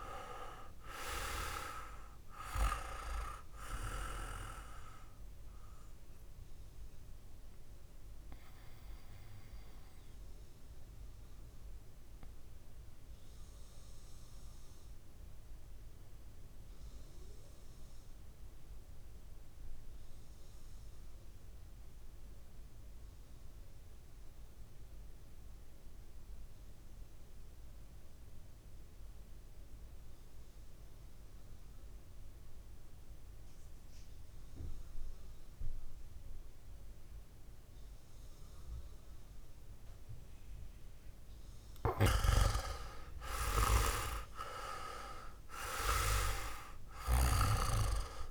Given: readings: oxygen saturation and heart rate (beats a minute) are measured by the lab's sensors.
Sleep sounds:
breathing in sleep by a room microphone; 1
0.00-23.50 s: oxygen desaturation (device-marked, oxygen 83% lowest, heart rate 52 extreme)
6.00-40.50 s: mixed apnea (oxygen 99% before, 82% lowest, heart rate 58 before, 53 extreme, up 9 after)
37.50-48.31 s: oxygen desaturation (device-marked, oxygen 100% before, 82% lowest, heart rate 59 before, 53 extreme)
42.50-46.50 s: arousal
From the record:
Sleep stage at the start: REM sleep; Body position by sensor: on the back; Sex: male

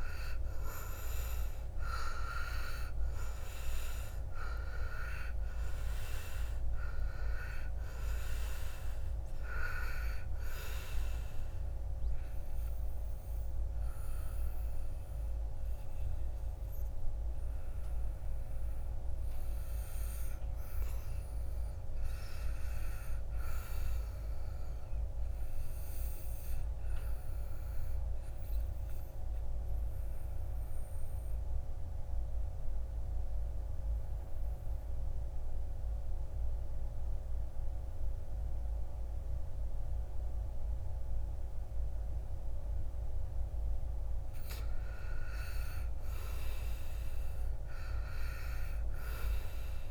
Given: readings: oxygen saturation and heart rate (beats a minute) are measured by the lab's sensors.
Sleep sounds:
breathing in sleep by a room microphone; 1
0.00-2.00 s: arousal
0.00-24.50 s: oxygen desaturation (device-marked, oxygen 76% lowest, heart rate 53 extreme)
25.00-43.50 s: obstructive apnea (oxygen 90% before, 86% lowest, heart rate 65 before, 53 extreme, up 13 after)
45.50-49.00 s: arousal
46.50-49.91 s: oxygen desaturation (device-marked, oxygen 97% before, 86% lowest, heart rate 55 before, 53 extreme)
From the record:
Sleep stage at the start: N2 (light sleep); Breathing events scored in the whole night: 376 in 4.7 hours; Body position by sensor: on the back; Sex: male

